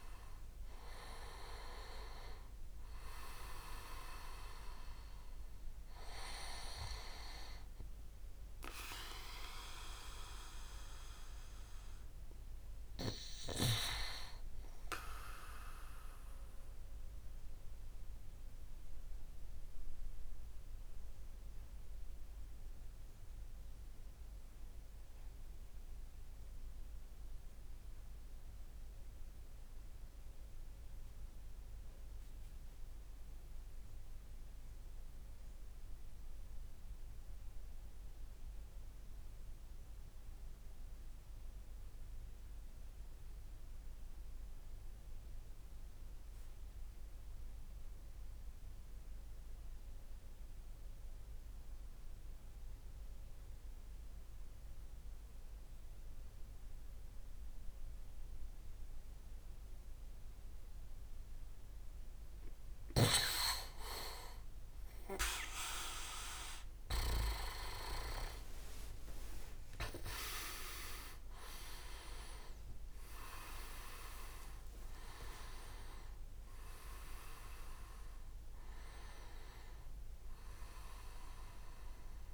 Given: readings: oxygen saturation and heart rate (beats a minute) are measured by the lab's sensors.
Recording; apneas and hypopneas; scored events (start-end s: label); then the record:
breathing in sleep by a room microphone; 1
0.00-4.00 s: oxygen desaturation (device-marked, oxygen 91% lowest, heart rate 56 extreme)
15.00-26.00 s: oxygen desaturation (device-marked, oxygen 97% before, 91% lowest, heart rate 68 before, 51 extreme)
17.50-62.00 s: obstructive apnea (oxygen 97% before, 91% lowest, heart rate 68 before, 51 extreme, up 24 after)
62.50-67.00 s: snoring (device-marked)
64.00-68.50 s: arousal
66.50-71.00 s: leg movement (device-marked)
69.00-82.00 s: oxygen desaturation (device-marked, oxygen 99% before, 96% lowest, heart rate 59 before, 55 extreme)
73.50-76.00 s: leg movement (device-marked)
From the record:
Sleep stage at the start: REM sleep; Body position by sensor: on the back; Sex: male